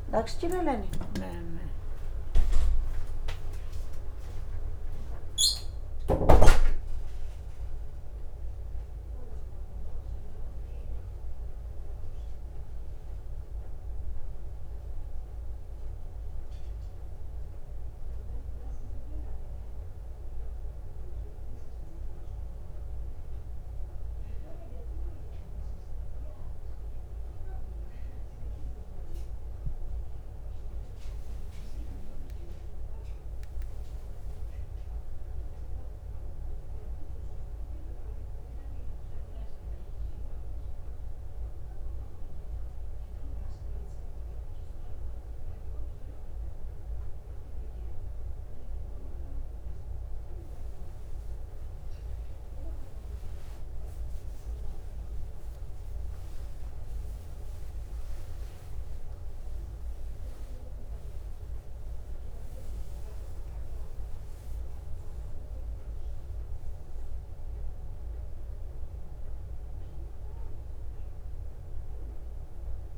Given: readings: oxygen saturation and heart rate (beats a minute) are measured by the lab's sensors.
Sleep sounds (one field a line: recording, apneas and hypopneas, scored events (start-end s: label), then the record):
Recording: a person partly awake in a sleep study, by a room microphone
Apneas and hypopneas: none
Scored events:
34.00-72.98 s: new sleep stage, N2 (light sleep)
From the record:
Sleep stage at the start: awake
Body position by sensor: on the back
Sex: female